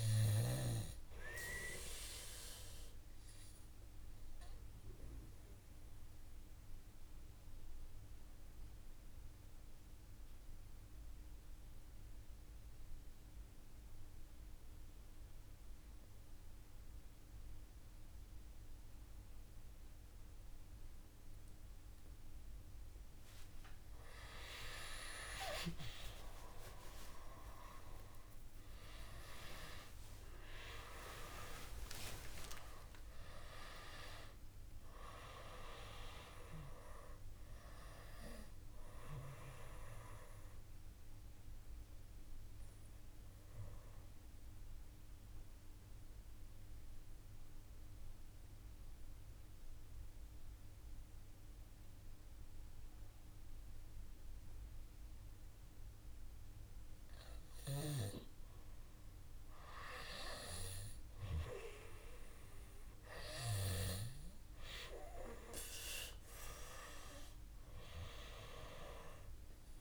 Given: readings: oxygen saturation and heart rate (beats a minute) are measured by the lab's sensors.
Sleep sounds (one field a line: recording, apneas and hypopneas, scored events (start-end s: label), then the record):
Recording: breathing in sleep by a room microphone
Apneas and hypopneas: 2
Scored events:
0.00-21.50 s: oxygen desaturation (device-marked, oxygen 90% lowest, heart rate 53 extreme)
3.00-22.00 s: obstructive apnea (oxygen 98% before, 90% lowest, heart rate 57 before, 53 extreme, up 25 after)
29.50-35.50 s: arousal
39.50-56.50 s: obstructive apnea (oxygen 97% before, 92% lowest, heart rate 69 before, 55 extreme, up 1 after)
59.00-62.00 s: arousal
From the record:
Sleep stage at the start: N2 (light sleep)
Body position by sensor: on the back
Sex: male